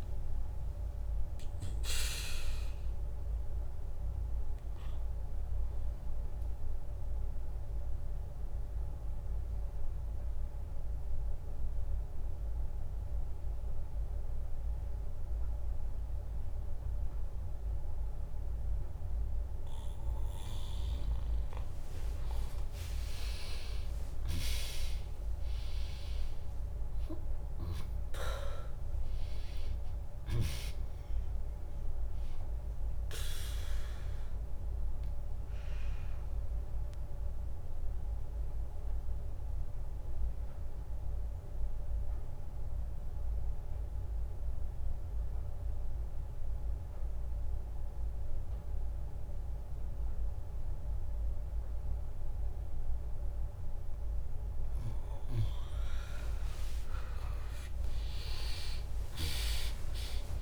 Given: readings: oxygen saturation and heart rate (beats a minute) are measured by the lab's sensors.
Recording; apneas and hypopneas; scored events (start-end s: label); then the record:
breathing in sleep by a room microphone; 2
0.00-12.00 s: drop in pulse transit time (device-marked, heart rate 64 extreme)
4.00-19.50 s: obstructive apnea (oxygen 100% before, 96% lowest, heart rate 71 before, 61 extreme)
21.50-25.50 s: arousal
28.00-43.00 s: drop in pulse transit time (device-marked, heart rate 73 before, 64 extreme)
33.50-53.00 s: obstructive apnea (oxygen 100% before, 96% lowest, heart rate 69 before, 59 extreme, up 4 after)
47.00-49.00 s: bradycardia (device-marked, heart rate 74 before, 68 extreme)
56.00-60.42 s: arousal
59.00-60.42 s: drop in pulse transit time (device-marked, heart rate 70 before, 63 extreme)
From the record:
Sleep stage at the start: N2 (light sleep); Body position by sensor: on the back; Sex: female